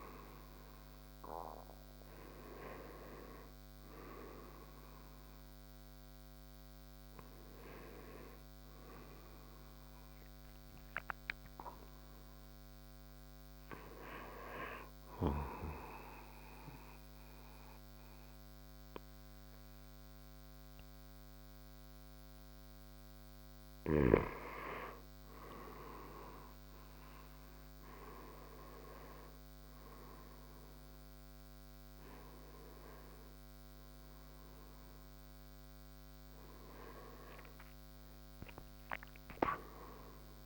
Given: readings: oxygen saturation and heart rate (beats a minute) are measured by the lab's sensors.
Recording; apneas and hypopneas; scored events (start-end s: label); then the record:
a person partly awake in a sleep study, by a microphone on the trachea; none
4.00-40.46 s: new sleep stage, N2 (light sleep)
29.00-40.46 s: oxygen desaturation (device-marked, oxygen 96% before, 91% lowest, heart rate 80 before, 69 extreme)
38.00-40.46 s: arousal
From the record:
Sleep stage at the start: awake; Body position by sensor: on the right side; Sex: male